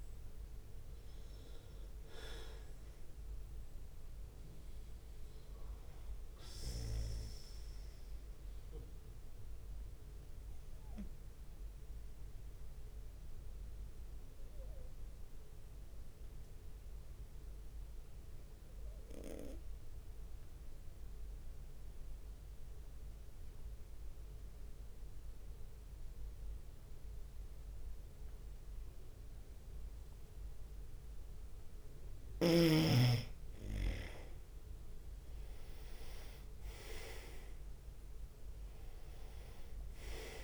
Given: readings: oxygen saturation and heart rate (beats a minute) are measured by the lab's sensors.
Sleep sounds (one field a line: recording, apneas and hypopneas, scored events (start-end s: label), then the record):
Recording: breathing in sleep by a room microphone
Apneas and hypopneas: 1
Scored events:
0.00-3.50 s: drop in pulse transit time (device-marked, heart rate 68 extreme)
0.00-18.50 s: oxygen desaturation (device-marked, oxygen 91% lowest, heart rate 63 extreme)
9.50-31.00 s: obstructive apnea (oxygen 96% before, 91% lowest, heart rate 69 before, 63 extreme, up 7 after)
33.50-39.00 s: arousal
34.00-40.44 s: leg movement (device-marked)
34.50-40.44 s: drop in pulse transit time (device-marked, heart rate 65 before, 65 extreme)
36.50-40.44 s: oxygen desaturation (device-marked, oxygen 97% before, 91% lowest, heart rate 65 before, 62 extreme)
From the record:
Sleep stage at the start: N2 (light sleep)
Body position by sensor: on the right side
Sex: male